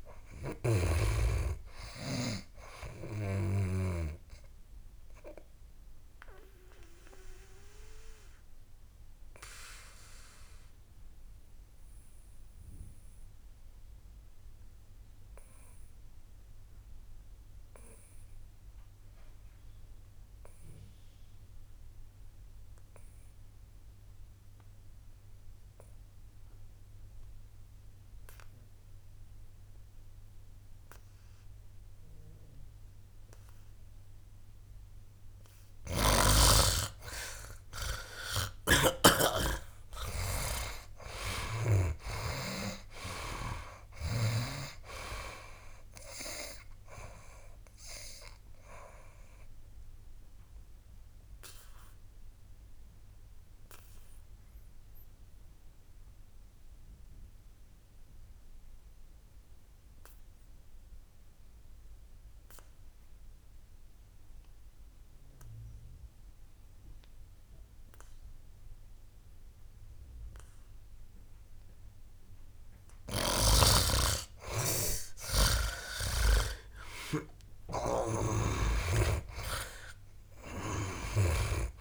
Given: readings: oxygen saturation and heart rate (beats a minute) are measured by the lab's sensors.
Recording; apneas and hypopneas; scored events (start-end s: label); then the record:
breathing in sleep by a room microphone; 2
0.00-4.00 s: snoring (device-marked)
0.00-23.50 s: oxygen desaturation (device-marked, oxygen 81% lowest, heart rate 68 extreme)
5.00-35.00 s: obstructive apnea (oxygen 98% before, 79% lowest, heart rate 75 before, 69 extreme, up 7 after)
35.50-39.50 s: snoring (device-marked)
37.50-68.50 s: oxygen desaturation (device-marked, oxygen 98% before, 79% lowest, heart rate 70 before, 65 extreme)
39.50-44.00 s: arousal
49.50-72.00 s: obstructive apnea (oxygen 98% before, 78% lowest, heart rate 73 before, 65 extreme, up 11 after)
73.00-76.50 s: snoring (device-marked)
73.50-81.81 s: oxygen desaturation (device-marked, oxygen 97% before, 78% lowest, heart rate 70 before, 68 extreme)
76.00-80.50 s: arousal
From the record:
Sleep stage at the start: N2 (light sleep); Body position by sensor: on the back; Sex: male